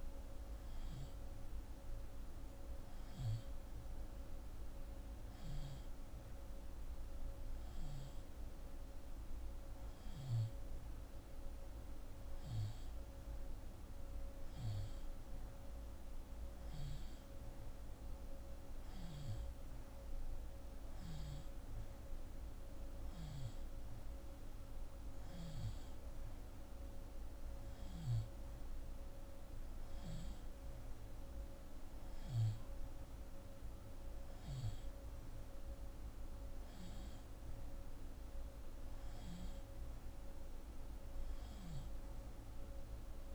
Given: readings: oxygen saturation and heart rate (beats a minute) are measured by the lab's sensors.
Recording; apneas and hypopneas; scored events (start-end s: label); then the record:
breathing in sleep, hard to hear, by a room microphone; none
none scored
From the record:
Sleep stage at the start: N2 (light sleep); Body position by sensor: on the left side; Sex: female